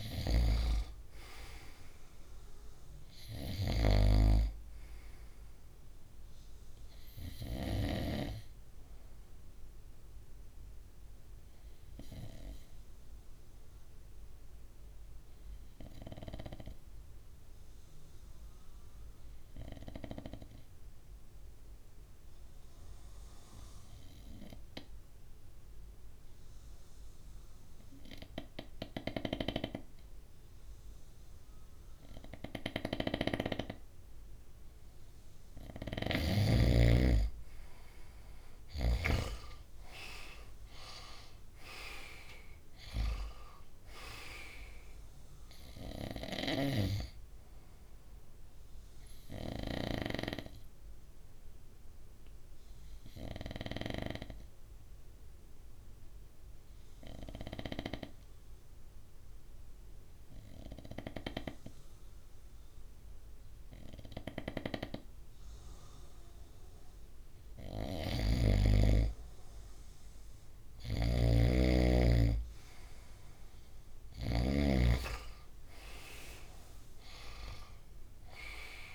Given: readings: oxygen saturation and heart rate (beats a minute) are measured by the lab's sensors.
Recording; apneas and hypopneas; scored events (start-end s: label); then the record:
breathing in sleep by a room microphone; 2
0.00-15.00 s: oxygen desaturation (device-marked, oxygen 92% lowest, heart rate 60 extreme)
11.50-34.00 s: obstructive apnea (oxygen 96% before, 93% lowest, heart rate 66 before, 58 extreme, up 5 after)
33.00-61.00 s: oxygen desaturation (device-marked, oxygen 98% before, 93% lowest, heart rate 62 before, 58 extreme)
38.00-42.00 s: arousal
49.00-67.00 s: obstructive apnea (oxygen 98% before, 93% lowest, heart rate 65 before, 58 extreme, up 4 after)
67.50-74.00 s: snoring (device-marked)
70.00-74.50 s: arousal
From the record:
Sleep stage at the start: N2 (light sleep); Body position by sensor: on the right side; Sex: male